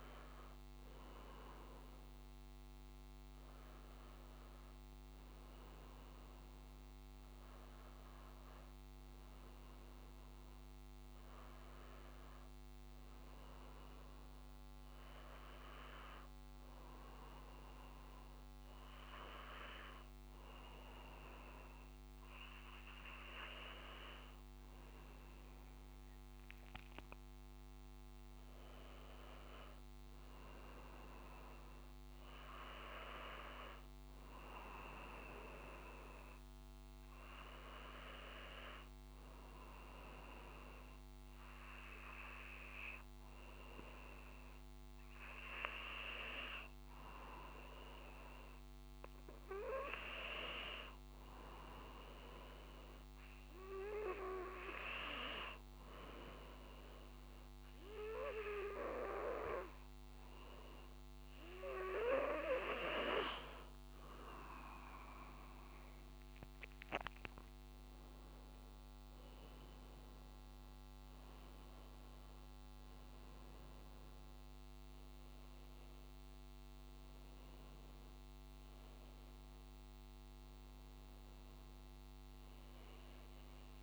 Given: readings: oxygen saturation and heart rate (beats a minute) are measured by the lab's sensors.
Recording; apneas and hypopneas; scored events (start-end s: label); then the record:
breathing in sleep by a microphone on the trachea; none
64.00-68.00 s: arousal
From the record:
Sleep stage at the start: N2 (light sleep); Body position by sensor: on the back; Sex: male